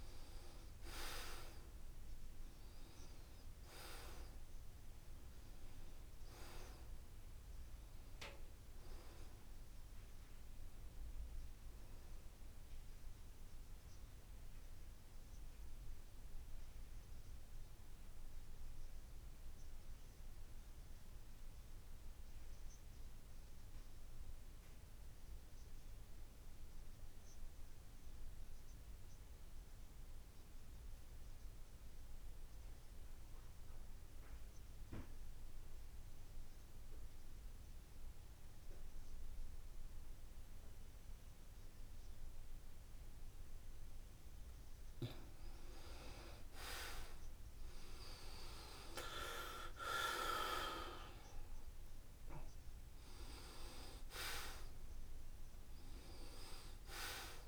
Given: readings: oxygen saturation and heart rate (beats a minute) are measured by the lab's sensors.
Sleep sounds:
breathing in sleep by a room microphone; 1
0.00-14.50 s: oxygen desaturation (device-marked, oxygen 84% lowest, heart rate 69 extreme)
13.50-45.50 s: mixed apnea (oxygen 93% before, 80% lowest, heart rate 77 before, 69 extreme, up 6 after)
33.50-57.48 s: oxygen desaturation (device-marked, oxygen 95% before, 80% lowest, heart rate 72 before, 72 extreme)
47.50-51.50 s: arousal
From the record:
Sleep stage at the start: N2 (light sleep); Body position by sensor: on the back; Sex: male

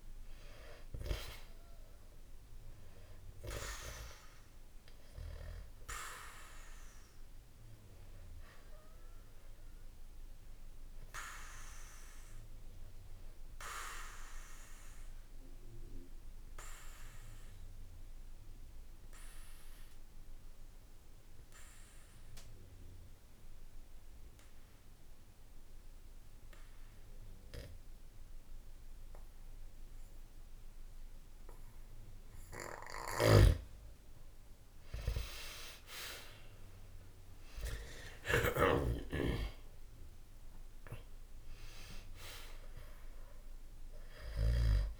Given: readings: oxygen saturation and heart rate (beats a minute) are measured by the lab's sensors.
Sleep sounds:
breathing in sleep by a room microphone; 1
0.00-21.50 s: oxygen desaturation (device-marked, oxygen 90% lowest, heart rate 63 extreme)
13.50-32.00 s: obstructive apnea (oxygen 97% before, 90% lowest, heart rate 66 before, 63 extreme, up 0 after)
33.00-44.50 s: snoring (device-marked)
34.00-39.00 s: arousal
38.50-45.00 s: oxygen desaturation (device-marked, oxygen 98% before, 90% lowest, heart rate 65 before, 63 extreme)
From the record:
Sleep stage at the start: N2 (light sleep); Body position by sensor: on the back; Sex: male

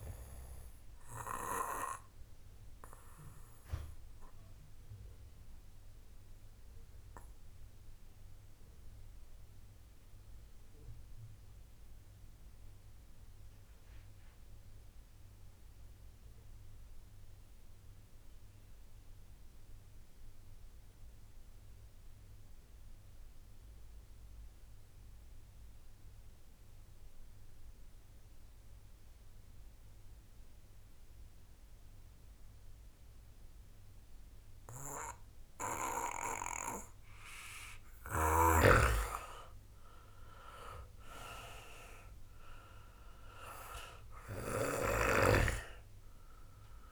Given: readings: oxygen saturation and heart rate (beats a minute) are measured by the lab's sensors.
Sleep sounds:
breathing in sleep by a room microphone; 1
0.00-15.00 s: oxygen desaturation (device-marked, oxygen 88% lowest, heart rate 39 extreme)
2.50-36.00 s: obstructive apnea (oxygen 98% before, 85% lowest, heart rate 56 before, 46 extreme, up 3 after)
33.00-46.92 s: oxygen desaturation (device-marked, oxygen 95% before, 85% lowest, heart rate 64 before, 57 extreme)
38.50-42.50 s: arousal
45.00-46.92 s: snoring (device-marked)
From the record:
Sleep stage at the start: N2 (light sleep); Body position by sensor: on the back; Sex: male

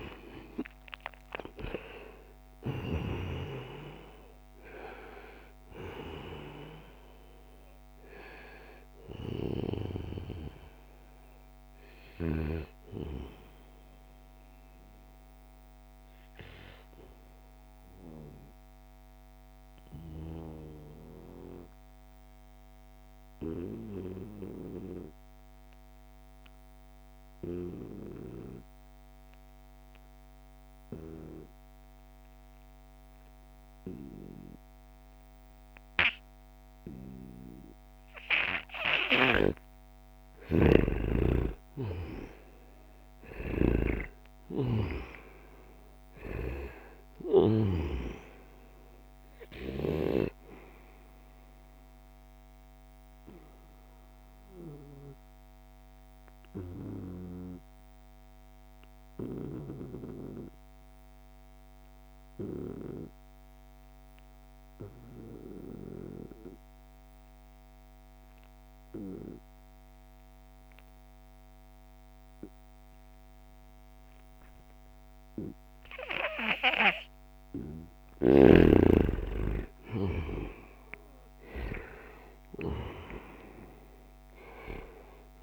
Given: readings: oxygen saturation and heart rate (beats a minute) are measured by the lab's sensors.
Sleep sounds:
breathing in sleep by a microphone on the trachea; 2
0.00-1.50 s: arousal
0.00-2.50 s: oxygen desaturation (device-marked, oxygen 91% lowest, heart rate 65 extreme)
7.50-25.50 s: oxygen desaturation (device-marked, oxygen 92% before, 86% lowest, heart rate 76 before, 68 extreme)
17.50-37.50 s: obstructive apnea (oxygen 94% before, 88% lowest, heart rate 81 before, 68 extreme, up 3 after)
39.50-43.50 s: arousal
39.50-49.50 s: snoring (device-marked)
39.50-63.50 s: oxygen desaturation (device-marked, oxygen 96% before, 91% lowest, heart rate 71 before, 67 extreme)
51.00-75.50 s: obstructive apnea (oxygen 96% before, 88% lowest, heart rate 70 before, 67 extreme, up 4 after)
77.50-84.50 s: arousal
From the record:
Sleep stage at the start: N2 (light sleep); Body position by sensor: on the right side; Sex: male

